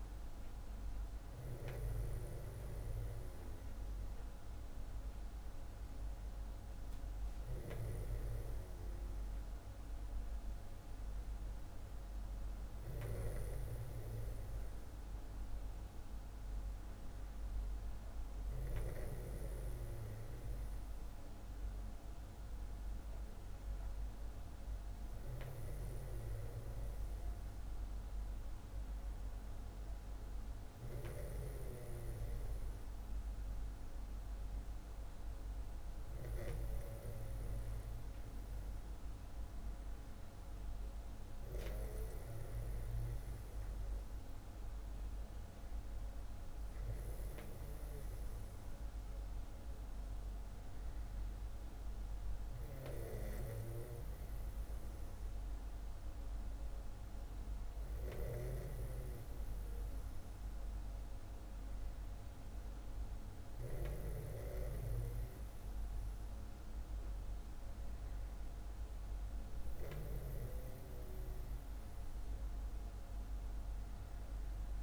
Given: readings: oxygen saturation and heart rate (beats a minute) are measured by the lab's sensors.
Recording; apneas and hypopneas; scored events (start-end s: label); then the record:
breathing in sleep by a room microphone; none
none scored
From the record:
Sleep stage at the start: N2 (light sleep); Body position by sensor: on the back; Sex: male